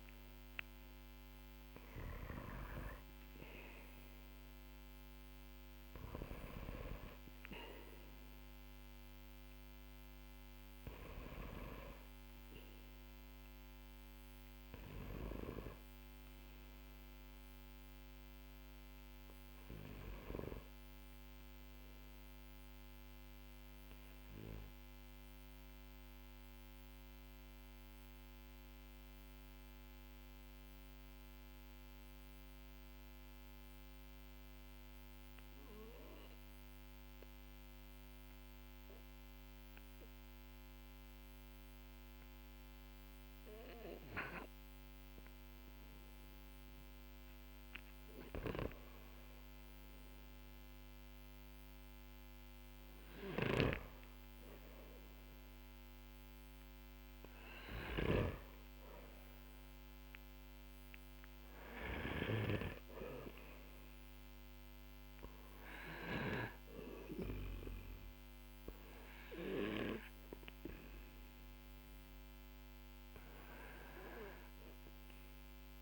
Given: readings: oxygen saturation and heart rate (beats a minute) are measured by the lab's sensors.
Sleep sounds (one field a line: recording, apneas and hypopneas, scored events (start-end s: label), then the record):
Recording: breathing in sleep by a microphone on the trachea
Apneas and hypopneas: 1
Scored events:
9.50-35.50 s: oxygen desaturation (device-marked, oxygen 98% before, 95% lowest, heart rate 51 before, 43 extreme)
22.00-47.00 s: obstructive apnea (oxygen 99% before, 94% lowest, heart rate 45 before, 46 extreme, up 16 after)
48.00-53.00 s: arousal
52.50-57.50 s: snoring (device-marked)
From the record:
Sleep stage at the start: N2 (light sleep)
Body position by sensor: on the back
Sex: male